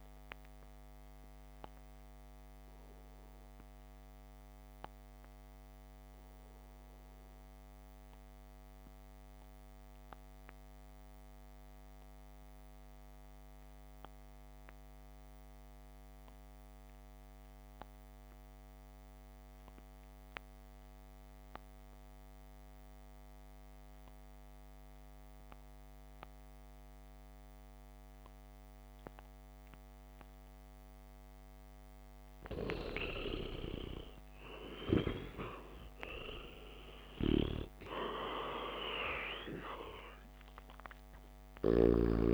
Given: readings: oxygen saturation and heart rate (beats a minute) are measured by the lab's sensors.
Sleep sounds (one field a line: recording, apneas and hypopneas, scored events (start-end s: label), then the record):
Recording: breathing in sleep by a microphone on the trachea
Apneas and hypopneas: 1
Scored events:
0.00-17.00 s: oxygen desaturation (device-marked, oxygen 90% lowest, heart rate 56 extreme)
3.00-31.50 s: obstructive apnea (oxygen 98% before, 87% lowest, heart rate 67 before, 56 extreme, up 10 after)
30.00-42.34 s: oxygen desaturation (device-marked, oxygen 97% before, 87% lowest, heart rate 68 before, 58 extreme)
34.00-39.50 s: arousal
35.50-37.50 s: long interval between heartbeats (device-marked, heart rate 66 before, 64 extreme)
From the record:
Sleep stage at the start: REM sleep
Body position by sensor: on the back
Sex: male